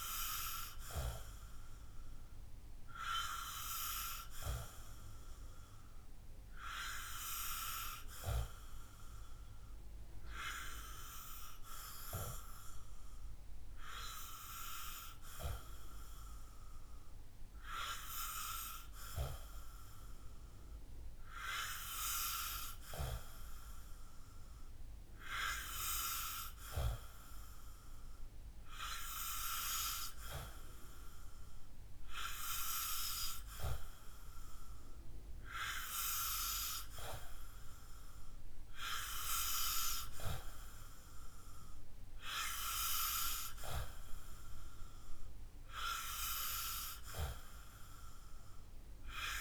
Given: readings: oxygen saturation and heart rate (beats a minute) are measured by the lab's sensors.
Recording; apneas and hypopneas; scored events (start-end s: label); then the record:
breathing in sleep by a room microphone; none
none scored
From the record:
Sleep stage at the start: N2 (light sleep); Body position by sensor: on the back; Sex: male